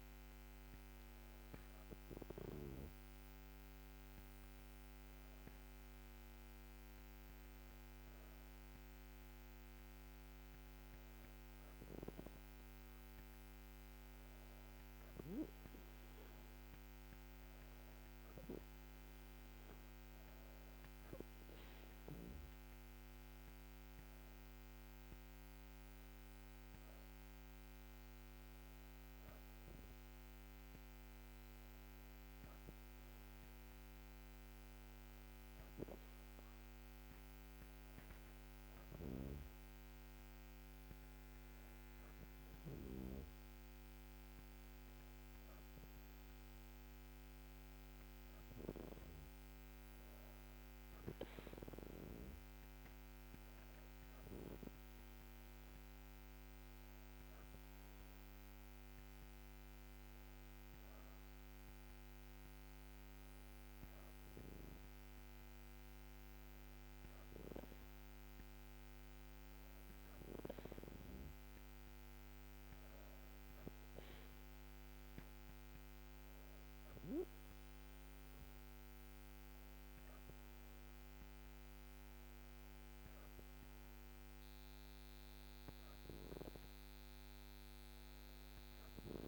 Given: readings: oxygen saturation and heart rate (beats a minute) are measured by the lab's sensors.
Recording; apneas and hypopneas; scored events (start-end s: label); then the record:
breathing in sleep by a microphone on the trachea; 1
0.50-11.50 s: hypopnea (oxygen 97% before, 95% lowest, heart rate 76 before, 74 extreme, up 2 after)
14.00-19.00 s: arousal
From the record:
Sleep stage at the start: N2 (light sleep); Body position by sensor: on the back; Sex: female